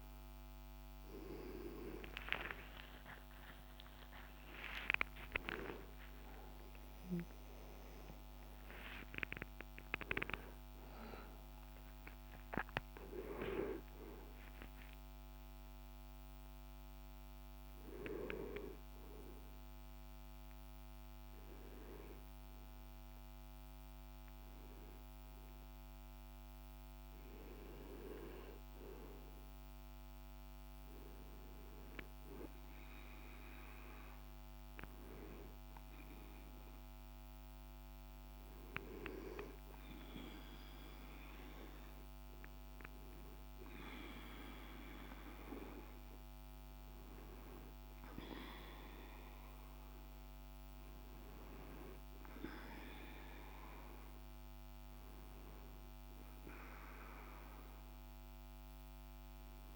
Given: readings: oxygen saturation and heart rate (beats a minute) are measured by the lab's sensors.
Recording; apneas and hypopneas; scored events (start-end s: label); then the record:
breathing in sleep by a microphone on the trachea; none
3.00-9.50 s: arousal
From the record:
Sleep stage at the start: N2 (light sleep); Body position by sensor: on the right side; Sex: male